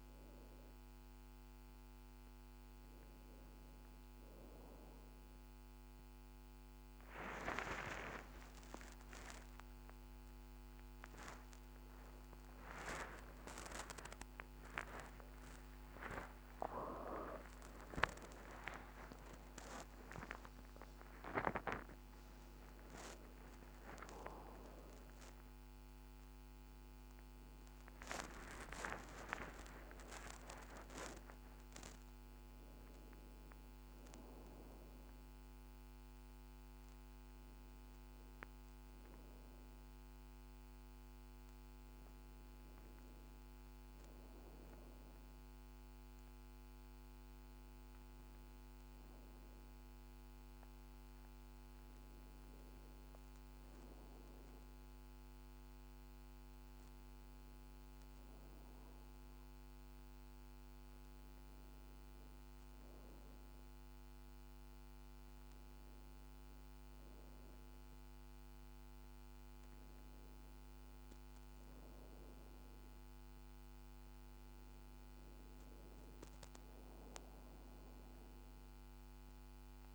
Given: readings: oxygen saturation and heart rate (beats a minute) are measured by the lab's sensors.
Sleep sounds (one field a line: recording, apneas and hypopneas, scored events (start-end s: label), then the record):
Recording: a person partly awake in a sleep study, by a microphone on the trachea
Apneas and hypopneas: none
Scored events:
7.50-37.50 s: new sleep stage, awake
37.50-79.95 s: new sleep stage, N1 (lightest sleep)
From the record:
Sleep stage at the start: N1 (lightest sleep)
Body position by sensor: on the back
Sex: female